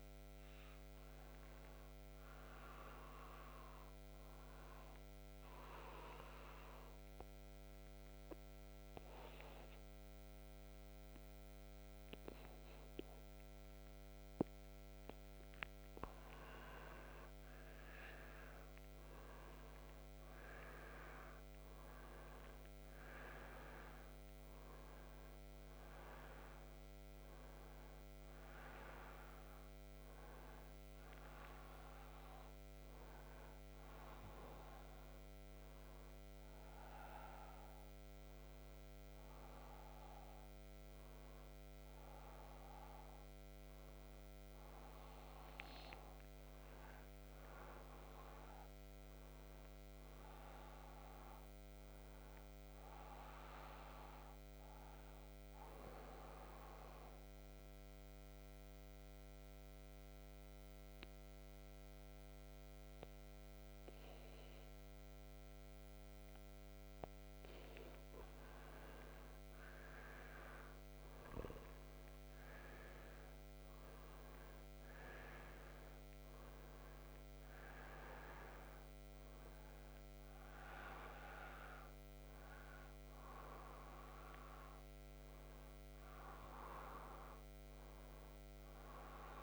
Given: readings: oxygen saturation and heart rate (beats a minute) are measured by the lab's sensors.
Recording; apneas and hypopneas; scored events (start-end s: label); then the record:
breathing in sleep by a microphone on the trachea; 2
0.00-3.50 s: oxygen desaturation (device-marked, oxygen 91% lowest, heart rate 62 extreme)
5.00-16.50 s: hypopnea (oxygen 97% before, 92% lowest, heart rate 66 before, 62 extreme, up 6 after)
17.50-42.50 s: oxygen desaturation (device-marked, oxygen 98% before, 92% lowest, heart rate 66 before, 62 extreme)
18.00-22.00 s: arousal
49.00-53.00 s: arousal
56.50-67.50 s: obstructive apnea (oxygen 98% before, 92% lowest, heart rate 68 before, 62 extreme, up 7 after)
66.50-89.43 s: oxygen desaturation (device-marked, oxygen 98% before, 92% lowest, heart rate 65 before, 63 extreme)
69.00-73.00 s: arousal
From the record:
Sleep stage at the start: N1 (lightest sleep); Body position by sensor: upright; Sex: male